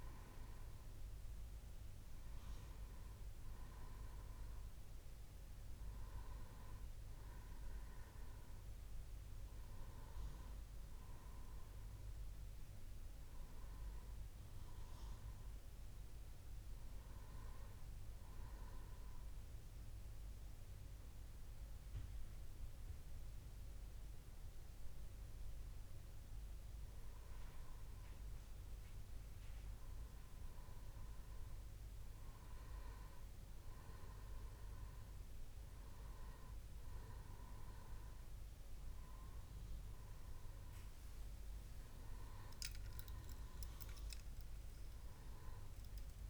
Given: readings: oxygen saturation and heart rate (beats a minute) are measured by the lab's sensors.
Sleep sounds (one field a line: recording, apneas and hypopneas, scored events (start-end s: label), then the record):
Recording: breathing in sleep, hard to hear, by a room microphone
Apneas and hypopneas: 1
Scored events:
12.00-15.50 s: arousal
18.50-28.50 s: central apnea (oxygen 97% before, 95% lowest, heart rate 69 before, 67 extreme, up 3 after)
32.00-35.00 s: arousal
From the record:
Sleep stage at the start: N1 (lightest sleep)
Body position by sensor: on the back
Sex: male